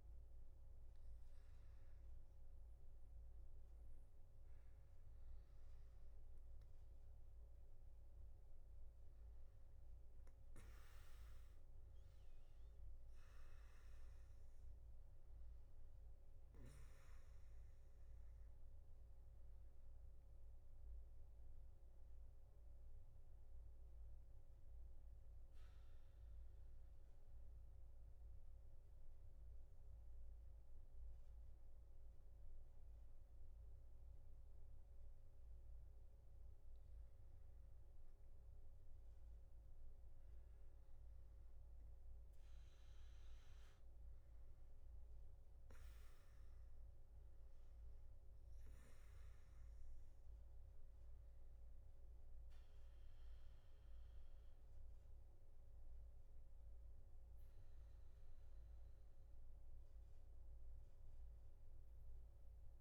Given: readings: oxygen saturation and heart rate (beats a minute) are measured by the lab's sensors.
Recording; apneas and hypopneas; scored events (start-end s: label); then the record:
breathing in sleep, hard to hear, by a room microphone; none
10.50-28.50 s: oxygen desaturation (device-marked, oxygen 98% before, 94% lowest, heart rate 105 before, 67 extreme)
From the record:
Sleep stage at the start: N3 (deep sleep); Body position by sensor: on the back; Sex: male